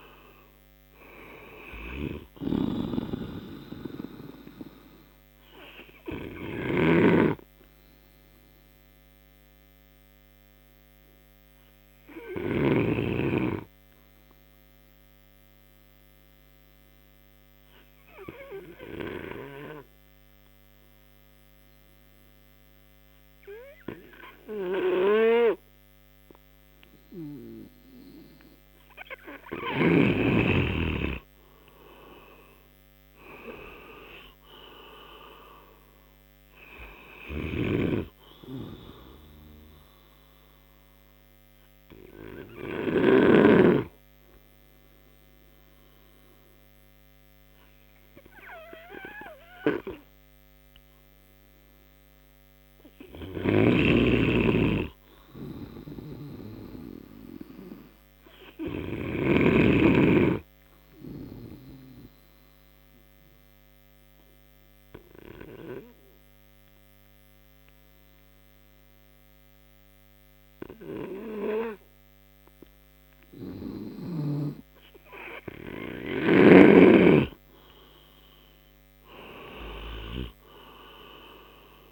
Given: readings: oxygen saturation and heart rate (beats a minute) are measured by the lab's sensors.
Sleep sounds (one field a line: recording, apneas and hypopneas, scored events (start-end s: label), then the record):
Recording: breathing in sleep by a microphone on the trachea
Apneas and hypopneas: 2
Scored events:
0.00-1.00 s: oxygen desaturation (device-marked, oxygen 91% lowest, heart rate 56 extreme)
7.00-13.50 s: snoring (device-marked)
8.50-28.50 s: obstructive apnea (oxygen 96% before, 90% lowest, heart rate 74 before, 56 extreme, up 28 after)
32.00-35.50 s: arousal
40.50-77.50 s: obstructive apnea (oxygen 97% before, 90% lowest)
47.00-61.00 s: oxygen desaturation (device-marked, oxygen 95% before, 90% lowest)
54.00-60.00 s: snoring (device-marked)
80.00-81.92 s: arousal
From the record:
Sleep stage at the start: N2 (light sleep)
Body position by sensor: on the right side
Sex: male